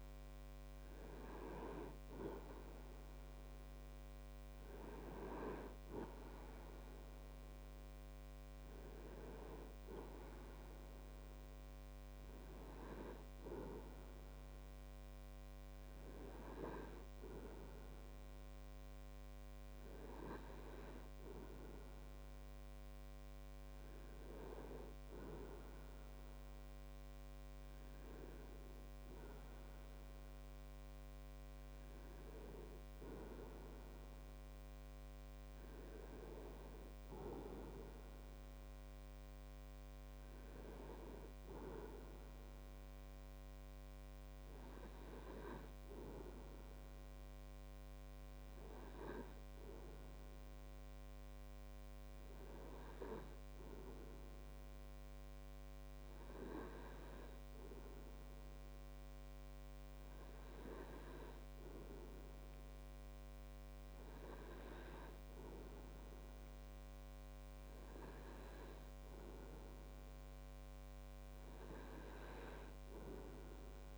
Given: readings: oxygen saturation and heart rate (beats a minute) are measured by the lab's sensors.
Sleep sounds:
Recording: breathing in sleep by a microphone on the trachea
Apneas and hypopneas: none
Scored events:
none scored
From the record:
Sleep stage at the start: N2 (light sleep)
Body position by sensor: on the right side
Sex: male

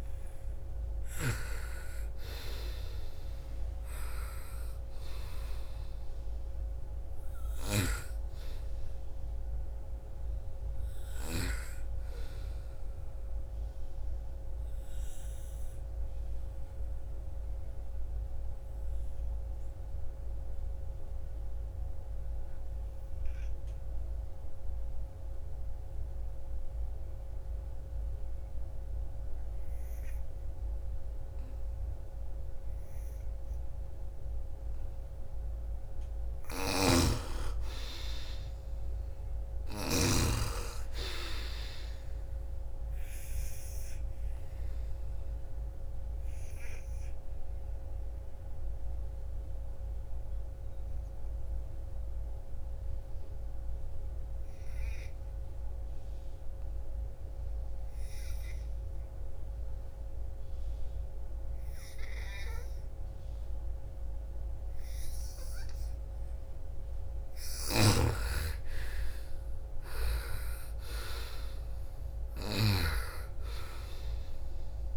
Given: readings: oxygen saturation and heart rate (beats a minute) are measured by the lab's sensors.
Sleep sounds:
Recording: breathing in sleep by a room microphone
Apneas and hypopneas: 2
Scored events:
0.00-9.50 s: oxygen desaturation (device-marked, oxygen 89% lowest, heart rate 57 extreme)
6.50-11.00 s: snoring (device-marked)
12.00-34.00 s: obstructive apnea (oxygen 98% before, 85% lowest, heart rate 65 before, 56 extreme, up 6 after)
30.50-56.50 s: oxygen desaturation (device-marked, oxygen 98% before, 85% lowest, heart rate 60 before, 55 extreme)
35.50-39.50 s: snoring (device-marked)
36.00-40.00 s: arousal
42.50-66.00 s: obstructive apnea (oxygen 98% before, 85% lowest, heart rate 58 before, 54 extreme, up 8 after)
67.00-74.97 s: snoring (device-marked)
68.00-72.00 s: arousal
68.50-74.97 s: oxygen desaturation (device-marked, oxygen 98% before, 86% lowest, heart rate 57 before, 54 extreme)
From the record:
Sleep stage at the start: N2 (light sleep)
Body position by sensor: on the right side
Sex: female

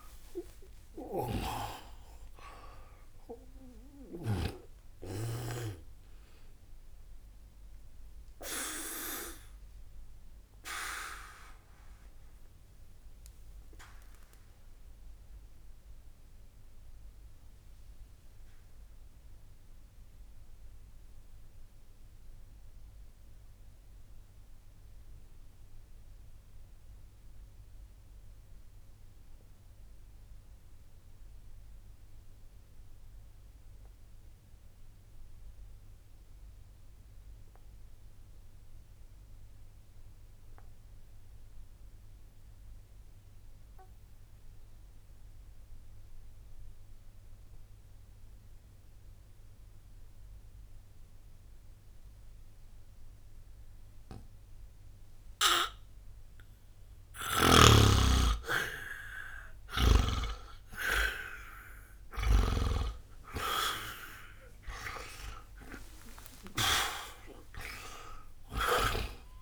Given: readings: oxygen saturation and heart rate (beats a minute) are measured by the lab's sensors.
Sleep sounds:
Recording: breathing in sleep by a room microphone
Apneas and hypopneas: 1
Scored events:
0.00-29.50 s: oxygen desaturation (device-marked, oxygen 79% lowest, heart rate 60 extreme)
8.00-58.50 s: obstructive apnea (oxygen 97% before, 76% lowest, heart rate 77 before, 60 extreme, up 0 after)
50.50-69.42 s: oxygen desaturation (device-marked, oxygen 98% before, 76% lowest, heart rate 62 before, 60 extreme)
61.50-65.50 s: arousal
From the record:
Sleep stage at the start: N2 (light sleep)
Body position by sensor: on the back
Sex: male

